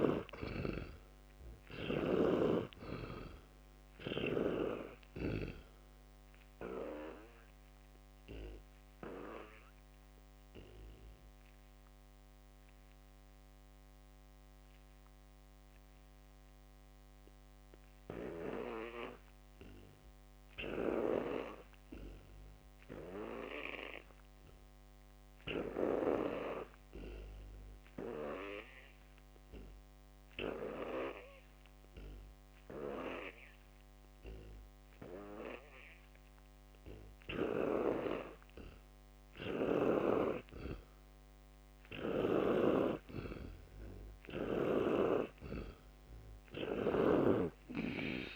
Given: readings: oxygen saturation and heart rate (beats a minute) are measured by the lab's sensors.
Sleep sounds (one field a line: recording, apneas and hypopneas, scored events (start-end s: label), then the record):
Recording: breathing in sleep by a microphone on the trachea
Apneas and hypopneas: 1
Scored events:
0.00-1.50 s: arousal
0.00-10.50 s: oxygen desaturation (device-marked, oxygen 89% lowest, heart rate 63 extreme)
7.50-23.50 s: obstructive apnea (oxygen 100% before, 84% lowest, heart rate 63 before, 61 extreme, up 12 after)
18.50-25.50 s: oxygen desaturation (device-marked, oxygen 91% before, 84% lowest, heart rate 68 before, 61 extreme)
26.50-32.00 s: arousal
39.50-47.50 s: snoring (device-marked)
41.50-48.35 s: oxygen desaturation (device-marked, oxygen 97% before, 87% lowest, heart rate 67 before, 61 extreme)
From the record:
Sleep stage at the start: N2 (light sleep)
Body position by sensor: on the back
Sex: male